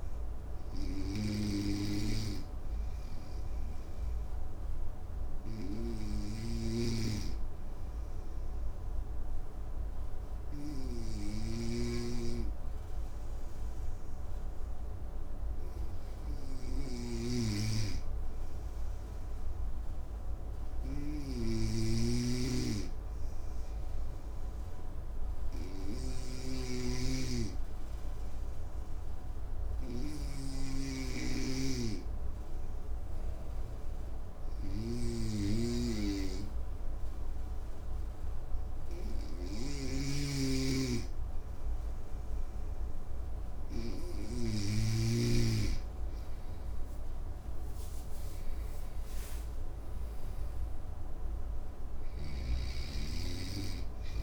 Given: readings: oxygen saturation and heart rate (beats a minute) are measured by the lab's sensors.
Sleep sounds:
breathing in sleep by a room microphone; 2
1.50-15.00 s: obstructive apnea (oxygen 99% before, 94% lowest, heart rate 58 before, 55 extreme, up 2 after)
6.00-44.00 s: snoring (device-marked)
18.00-22.00 s: arousal
27.00-42.50 s: hypopnea (oxygen 97% before, 94% lowest, heart rate 57 before, 54 extreme, up 6 after)
45.00-48.50 s: arousal
From the record:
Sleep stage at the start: N2 (light sleep); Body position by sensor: on the right side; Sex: male

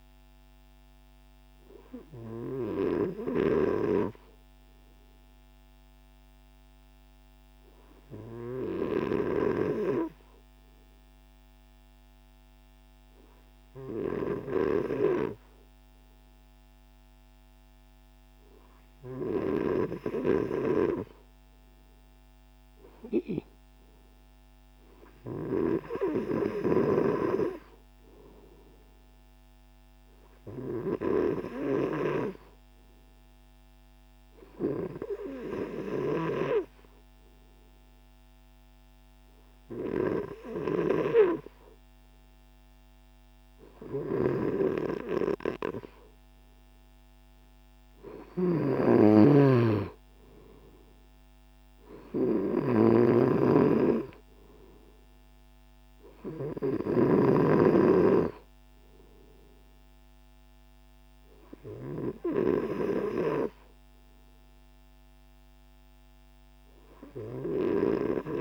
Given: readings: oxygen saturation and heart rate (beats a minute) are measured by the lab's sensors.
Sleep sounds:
breathing in sleep by a microphone on the trachea; 1
2.50-20.00 s: hypopnea (oxygen 99% before, 95% lowest)
22.50-25.00 s: arousal
From the record:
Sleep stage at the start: N3 (deep sleep); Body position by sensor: on the right side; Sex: male

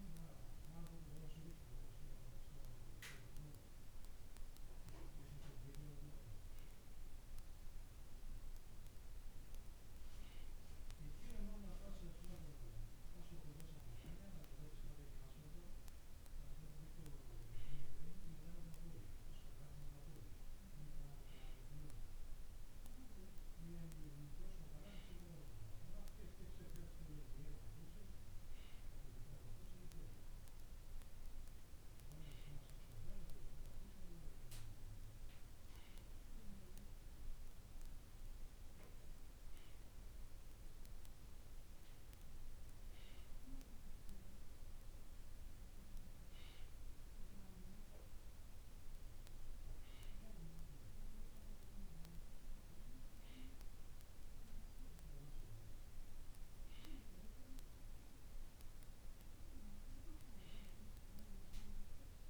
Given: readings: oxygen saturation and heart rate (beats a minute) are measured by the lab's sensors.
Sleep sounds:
breathing in sleep by a room microphone; none
none scored
From the record:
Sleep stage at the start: N2 (light sleep); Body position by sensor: on the right side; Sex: male

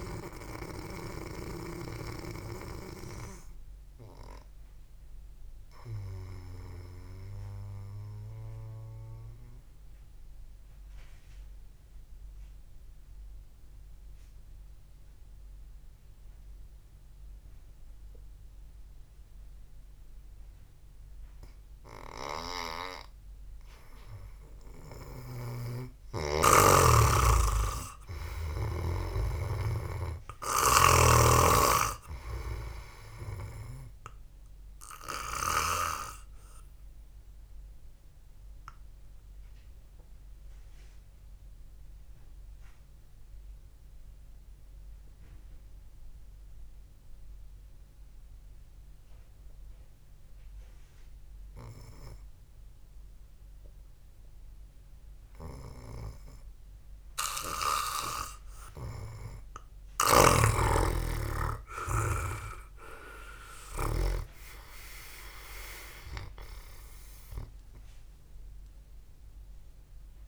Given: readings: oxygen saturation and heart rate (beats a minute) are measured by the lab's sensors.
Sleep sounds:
breathing in sleep by a room microphone; 2
0.00-9.50 s: oxygen desaturation (device-marked, oxygen 92% lowest, heart rate 57 extreme)
8.00-23.50 s: obstructive apnea (oxygen 98% before, 89% lowest, heart rate 55 before, 54 extreme, up 2 after)
14.50-23.50 s: oxygen desaturation (device-marked, oxygen 93% before, 89% lowest, heart rate 59 before, 54 extreme)
26.00-30.00 s: snoring (device-marked)
26.50-30.00 s: arousal
38.00-55.00 s: obstructive apnea (oxygen 99% before, 89% lowest, heart rate 63 before, 52 extreme, up 0 after)
47.50-54.50 s: oxygen desaturation (device-marked, oxygen 94% before, 89% lowest, heart rate 59 before, 52 extreme)
60.50-65.00 s: snoring (device-marked)
62.00-66.00 s: arousal
From the record:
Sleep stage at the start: N2 (light sleep); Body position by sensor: on the back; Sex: male

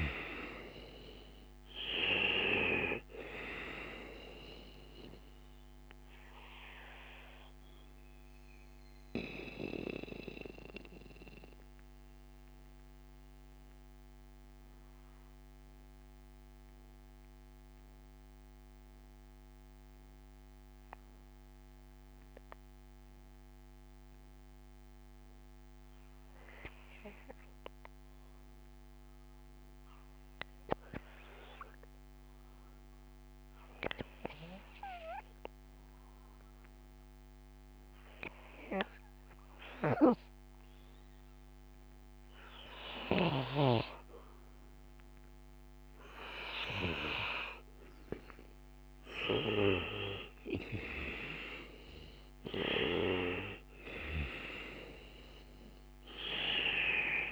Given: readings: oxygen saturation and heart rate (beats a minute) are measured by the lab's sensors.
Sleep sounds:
breathing in sleep by a microphone on the trachea; 1
0.00-26.00 s: oxygen desaturation (device-marked, oxygen 78% lowest, heart rate 56 extreme)
10.00-45.00 s: mixed apnea (oxygen 97% before, 78% lowest, heart rate 63 before, 56 extreme, up 5 after)
40.00-57.32 s: oxygen desaturation (device-marked, oxygen 98% before, 78% lowest, heart rate 57 before, 55 extreme)
47.50-53.50 s: arousal
From the record:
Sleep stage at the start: N2 (light sleep); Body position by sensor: on the back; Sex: male

